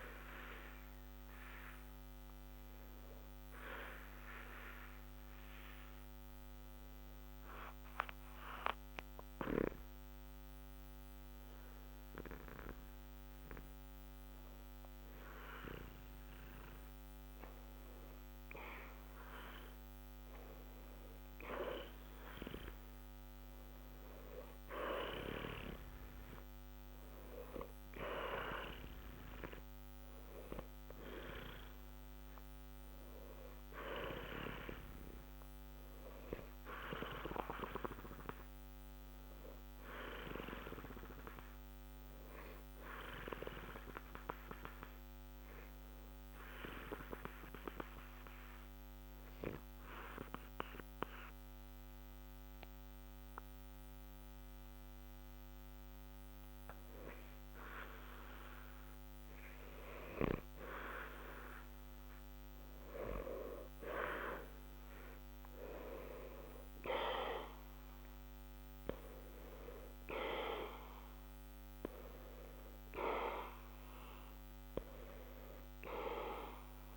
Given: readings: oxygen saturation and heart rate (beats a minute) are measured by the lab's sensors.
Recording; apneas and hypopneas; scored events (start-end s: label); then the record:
breathing in sleep by a microphone on the trachea; 2
1.00-13.00 s: obstructive apnea (oxygen 90% before, 88% lowest, heart rate 60 before, 60 extreme, up 0 after)
14.50-17.50 s: arousal
34.00-48.00 s: oxygen desaturation (device-marked, oxygen 94% before, 90% lowest, heart rate 60 before, 60 extreme)
43.50-55.50 s: obstructive apnea (oxygen 94% before, 89% lowest, heart rate 60 before, 60 extreme, up 2 after)
58.00-62.00 s: arousal
69.00-76.96 s: oxygen desaturation (device-marked, oxygen 92% before, 89% lowest, heart rate 61 before, 60 extreme)
From the record:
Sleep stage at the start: N2 (light sleep); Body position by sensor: on the back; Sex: male